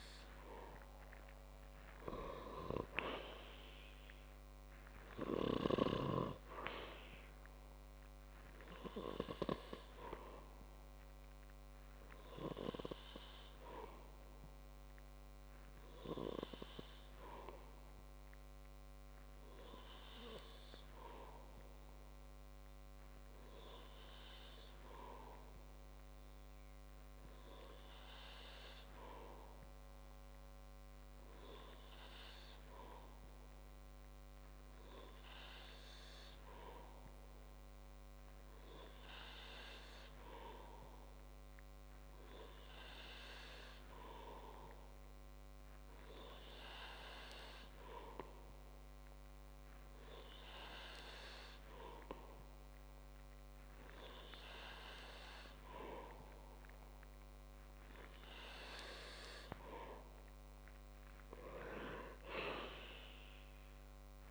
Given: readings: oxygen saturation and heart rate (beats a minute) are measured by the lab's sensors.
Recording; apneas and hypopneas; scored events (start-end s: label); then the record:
breathing in sleep by a microphone on the trachea; none
none scored
From the record:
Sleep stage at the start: N2 (light sleep); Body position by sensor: on the back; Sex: male